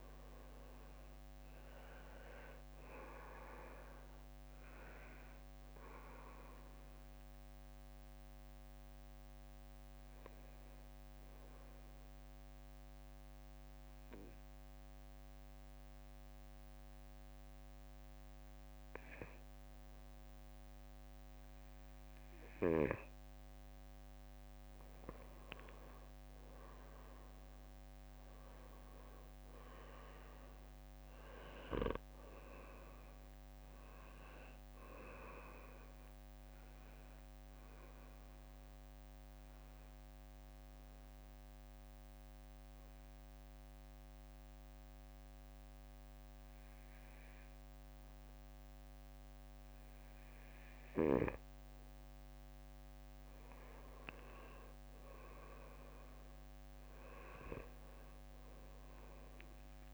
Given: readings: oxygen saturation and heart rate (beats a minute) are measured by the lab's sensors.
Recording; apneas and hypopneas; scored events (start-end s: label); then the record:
breathing in sleep by a microphone on the trachea; 2
0.00-13.50 s: oxygen desaturation (device-marked, oxygen 91% lowest, heart rate 59 extreme)
5.50-20.50 s: obstructive apnea (oxygen 97% before, 91% lowest, heart rate 65 before, 57 extreme, up 7 after)
24.00-27.00 s: arousal
31.50-45.50 s: oxygen desaturation (device-marked, oxygen 97% before, 91% lowest, heart rate 64 before, 57 extreme)
37.50-53.00 s: obstructive apnea (oxygen 97% before, 91% lowest, heart rate 66 before, 55 extreme, up 11 after)
57.50-59.93 s: oxygen desaturation (device-marked, oxygen 97% before, 92% lowest, heart rate 61 before, 55 extreme)
From the record:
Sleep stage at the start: N2 (light sleep); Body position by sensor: on the back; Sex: male